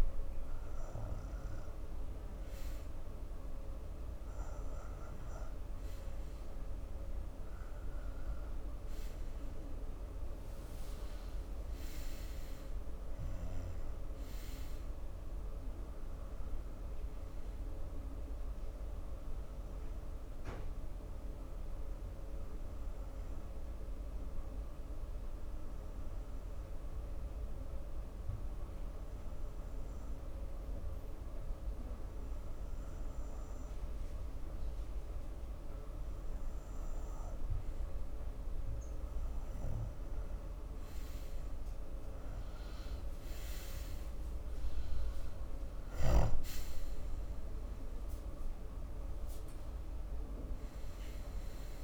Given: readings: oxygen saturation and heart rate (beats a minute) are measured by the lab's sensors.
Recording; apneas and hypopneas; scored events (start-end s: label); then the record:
breathing in sleep, hard to hear, by a room microphone; 1
12.50-15.50 s: arousal
20.00-39.00 s: obstructive apnea (oxygen 94% before, 91% lowest)
47.00-51.50 s: arousal
From the record:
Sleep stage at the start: N2 (light sleep); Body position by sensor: on the front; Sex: male